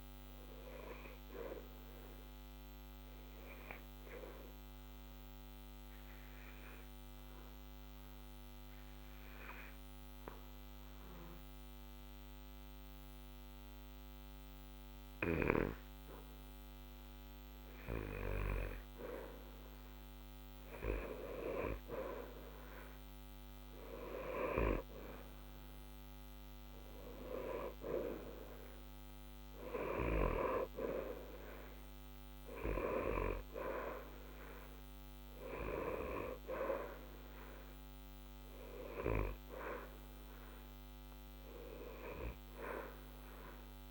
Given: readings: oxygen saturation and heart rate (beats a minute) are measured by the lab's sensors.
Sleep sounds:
breathing in sleep by a microphone on the trachea; 1
0.50-16.50 s: obstructive apnea (oxygen 91% before, 86% lowest, heart rate 61 before, 61 extreme, up 0 after)
19.00-24.50 s: arousal
31.50-43.91 s: oxygen desaturation (device-marked, oxygen 91% before, 86% lowest, heart rate 61 before, 60 extreme)
From the record:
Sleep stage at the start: N2 (light sleep); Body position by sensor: on the back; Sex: male

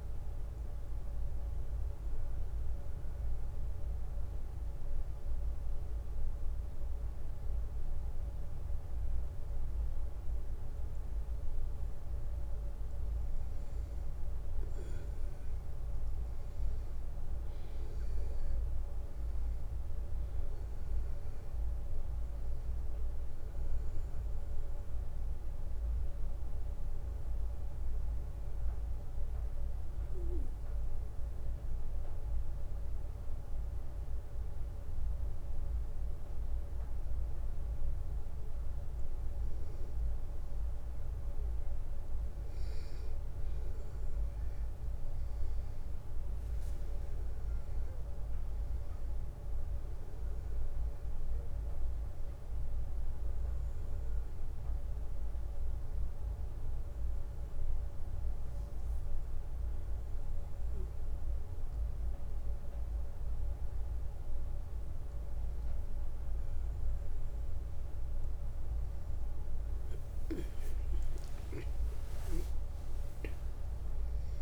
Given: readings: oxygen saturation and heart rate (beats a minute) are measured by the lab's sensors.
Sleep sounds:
breathing in sleep, hard to hear, by a room microphone; 3
1.00-12.00 s: obstructive apnea (oxygen 96% before, 92% lowest)
13.00-17.50 s: arousal
13.00-74.42 s: new sleep stage, N2 (light sleep)
17.00-33.00 s: oxygen desaturation (device-marked, oxygen 95% before, 92% lowest)
27.00-38.00 s: obstructive apnea (oxygen 96% before, 92% lowest)
43.00-46.50 s: arousal
54.50-65.50 s: hypopnea (oxygen 96% before, 92% lowest)
69.00-72.00 s: arousal
From the record:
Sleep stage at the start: N1 (lightest sleep); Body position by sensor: on the back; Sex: male

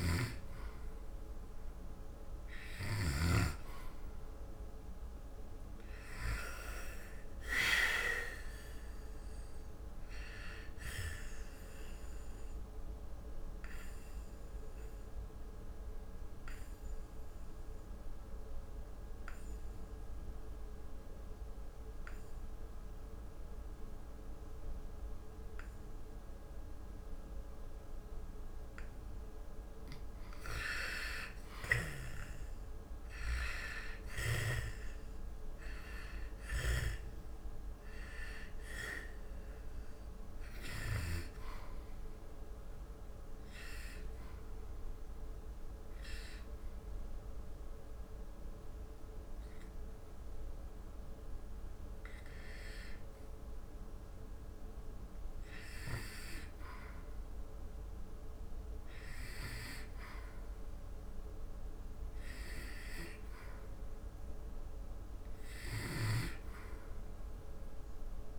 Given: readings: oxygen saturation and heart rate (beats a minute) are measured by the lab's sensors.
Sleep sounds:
breathing in sleep by a room microphone; 2
3.50-16.50 s: oxygen desaturation (device-marked, oxygen 94% before, 90% lowest, heart rate 75 before, 74 extreme)
4.50-8.00 s: arousal
11.50-29.00 s: obstructive apnea (oxygen 94% before, 86% lowest, heart rate 75 before, 74 extreme, up 3 after)
31.50-35.00 s: arousal
34.50-54.50 s: oxygen desaturation (device-marked, oxygen 98% before, 86% lowest, heart rate 76 before, 72 extreme)
42.50-57.00 s: obstructive apnea (oxygen 98% before, 86% lowest, heart rate 77 before, 71 extreme, up 1 after)
59.50-63.50 s: arousal
65.50-68.39 s: oxygen desaturation (device-marked, oxygen 98% before, 91% lowest, heart rate 76 before, 71 extreme)
From the record:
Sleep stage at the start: N2 (light sleep); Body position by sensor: on the back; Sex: male

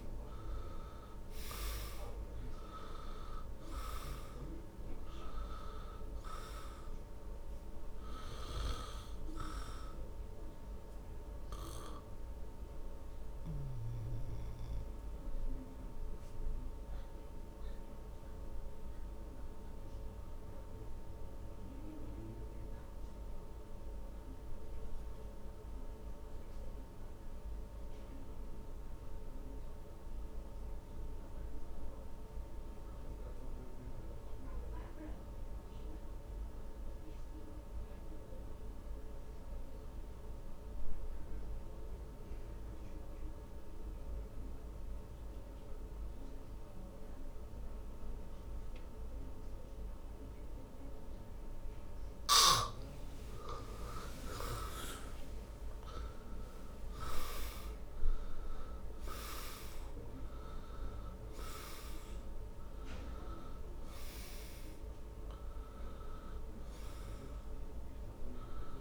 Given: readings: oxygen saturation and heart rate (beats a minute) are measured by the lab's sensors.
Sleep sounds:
breathing in sleep by a room microphone; 1
0.00-33.00 s: oxygen desaturation (device-marked, oxygen 78% lowest, heart rate 54 extreme)
10.00-53.00 s: obstructive apnea (oxygen 97% before, 78% lowest, heart rate 66 before, 54 extreme, up 20 after)
47.00-68.81 s: oxygen desaturation (device-marked, oxygen 99% before, 79% lowest, heart rate 59 before, 55 extreme)
54.50-58.50 s: arousal
From the record:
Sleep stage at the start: N2 (light sleep); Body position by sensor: on the back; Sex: male

